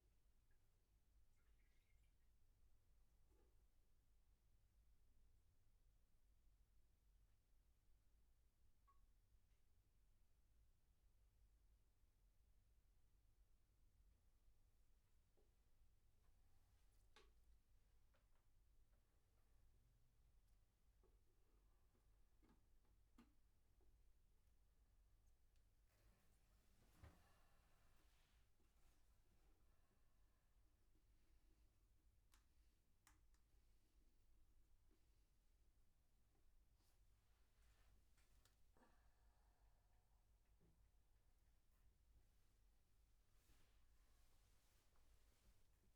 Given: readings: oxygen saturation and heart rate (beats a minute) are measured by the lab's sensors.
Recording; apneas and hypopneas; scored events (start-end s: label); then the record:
a person awake in a sleep study, hard to hear, by a room microphone; none
0.00-29.00 s: tachycardia (device-marked, heart rate 125 extreme)
38.00-45.96 s: tachycardia (device-marked, heart rate 86 before, 117 extreme)
From the record:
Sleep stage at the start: awake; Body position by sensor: upright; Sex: male